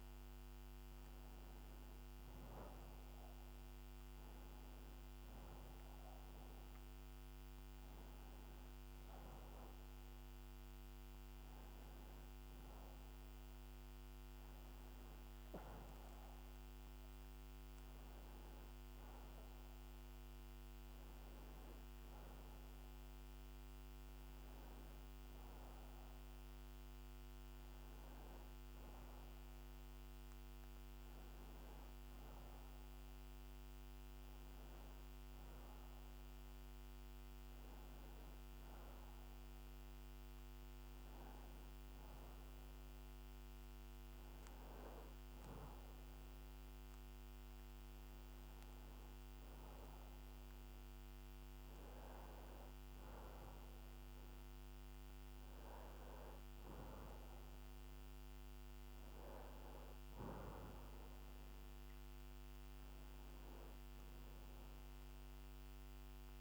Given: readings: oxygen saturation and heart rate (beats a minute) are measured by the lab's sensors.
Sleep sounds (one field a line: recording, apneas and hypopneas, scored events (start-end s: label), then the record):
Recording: breathing in sleep, hard to hear, by a microphone on the trachea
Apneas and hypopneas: none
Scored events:
none scored
From the record:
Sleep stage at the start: N1 (lightest sleep)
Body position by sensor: on the back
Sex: male